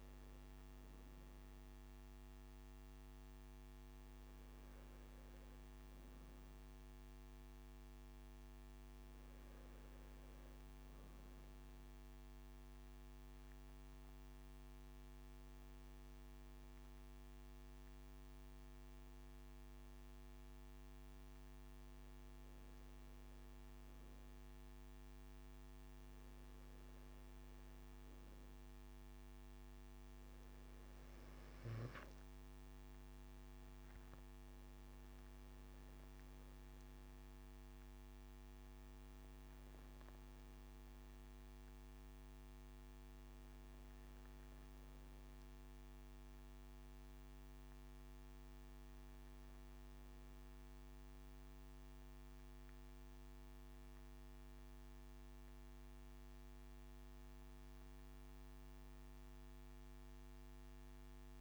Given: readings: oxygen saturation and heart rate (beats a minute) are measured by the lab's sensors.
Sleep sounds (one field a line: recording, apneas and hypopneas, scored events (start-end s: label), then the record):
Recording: breathing in sleep, hard to hear, by a microphone on the trachea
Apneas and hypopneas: 1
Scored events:
2.50-7.00 s: arousal
12.00-29.50 s: obstructive apnea (oxygen 96% before, 93% lowest)
33.00-37.50 s: arousal
34.00-55.00 s: oxygen desaturation (device-marked, oxygen 96% before, 93% lowest)
From the record:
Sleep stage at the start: N2 (light sleep)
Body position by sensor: on the right side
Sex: male